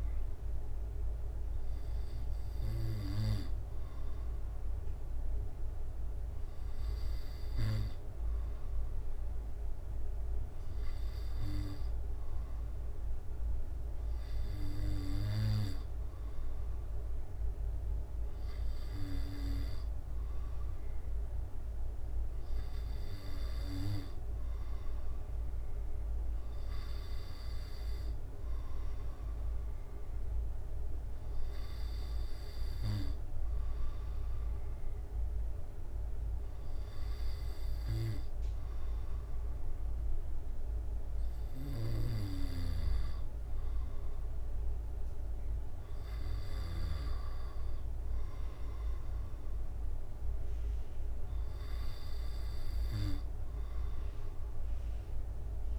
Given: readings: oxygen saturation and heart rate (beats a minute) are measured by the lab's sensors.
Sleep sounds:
breathing in sleep by a room microphone; none
3.00-17.00 s: drop in pulse transit time (device-marked, heart rate 68 before, 68 extreme)
From the record:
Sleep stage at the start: N2 (light sleep); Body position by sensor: on the back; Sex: male

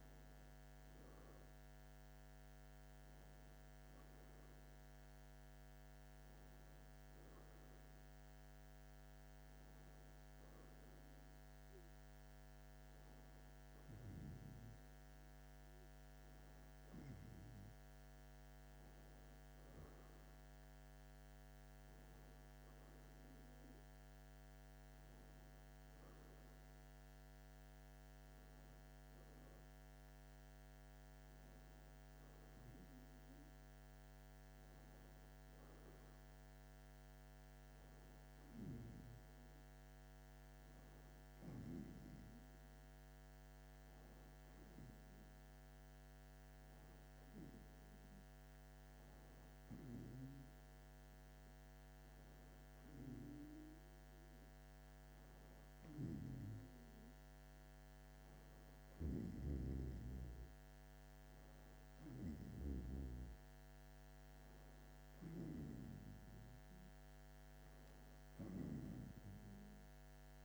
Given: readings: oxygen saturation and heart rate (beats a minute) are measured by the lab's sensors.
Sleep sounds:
a person awake in a sleep study, by a microphone on the trachea; none
none scored
From the record:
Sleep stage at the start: awake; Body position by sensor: on the back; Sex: male

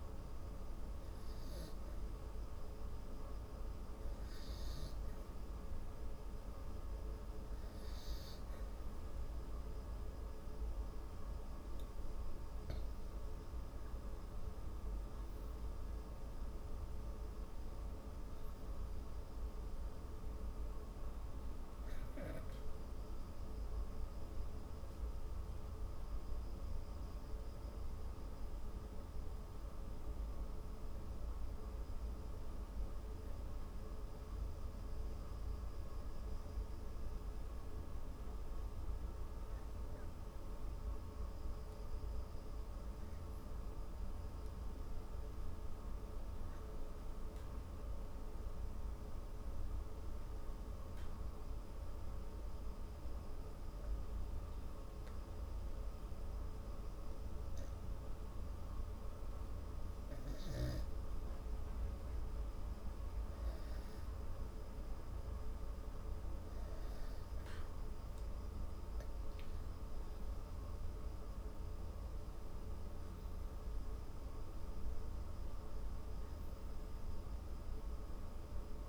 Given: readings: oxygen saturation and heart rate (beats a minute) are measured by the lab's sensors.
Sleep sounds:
breathing in sleep, hard to hear, by a room microphone; 2
0.00-9.50 s: oxygen desaturation (device-marked, oxygen 92% lowest)
19.00-23.00 s: arousal
33.00-44.00 s: obstructive apnea (oxygen 97% before, 93% lowest)
51.00-63.50 s: obstructive apnea (oxygen 98% before, 92% lowest)
58.50-78.50 s: oxygen desaturation (device-marked, oxygen 98% before, 93% lowest)
65.00-68.50 s: arousal
From the record:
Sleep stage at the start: N2 (light sleep); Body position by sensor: on the back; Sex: female

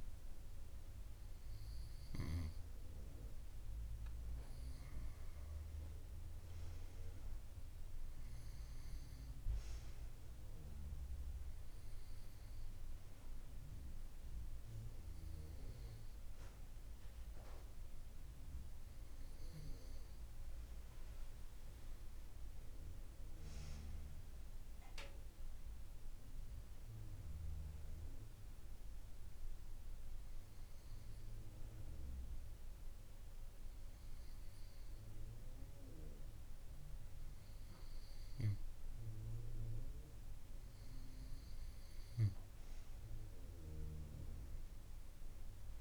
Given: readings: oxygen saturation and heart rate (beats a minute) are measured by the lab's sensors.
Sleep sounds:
breathing in sleep, hard to hear, by a room microphone; none
0.00-5.50 s: tachycardia (device-marked)
From the record:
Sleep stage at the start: N2 (light sleep); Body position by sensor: on the right side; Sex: female

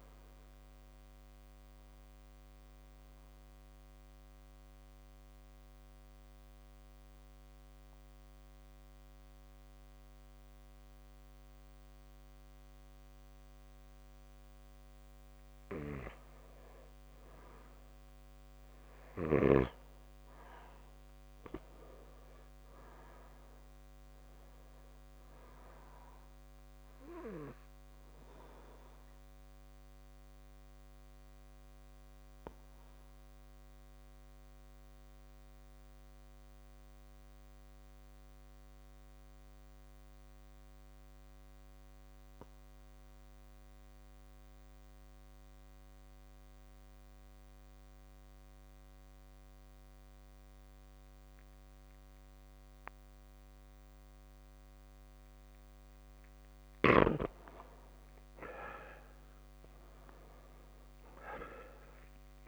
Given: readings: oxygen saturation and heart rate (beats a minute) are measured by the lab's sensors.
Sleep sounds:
breathing in sleep by a microphone on the trachea; 2
0.00-17.00 s: oxygen desaturation (device-marked, oxygen 94% lowest)
3.00-15.50 s: mixed apnea (oxygen 99% before, 92% lowest)
19.50-23.50 s: arousal
28.50-56.00 s: mixed apnea (oxygen 97% before, 92% lowest)
30.00-50.00 s: oxygen desaturation (device-marked, oxygen 97% before, 92% lowest)
59.00-62.00 s: arousal
From the record:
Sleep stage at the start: N2 (light sleep); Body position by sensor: on the back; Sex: male

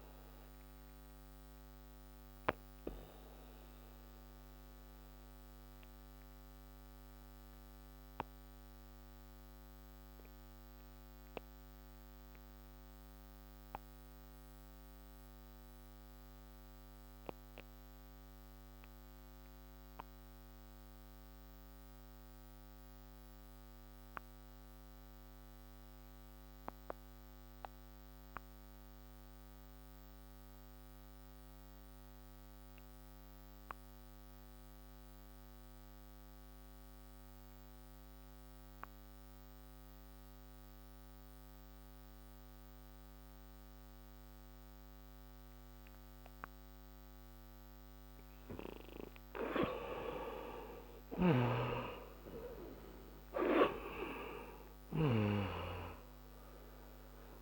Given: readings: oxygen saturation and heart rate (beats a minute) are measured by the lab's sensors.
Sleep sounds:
breathing in sleep by a microphone on the trachea; 1
0.00-5.50 s: oxygen desaturation (device-marked, oxygen 78% lowest)
2.00-49.00 s: obstructive apnea (oxygen 93% before, 71% lowest)
10.50-23.50 s: oxygen desaturation (device-marked, oxygen 80% before, 71% lowest)
34.50-57.42 s: oxygen desaturation (device-marked, oxygen 99% before, 75% lowest)
51.00-55.50 s: arousal
From the record:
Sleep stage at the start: REM sleep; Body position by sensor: on the back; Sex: male

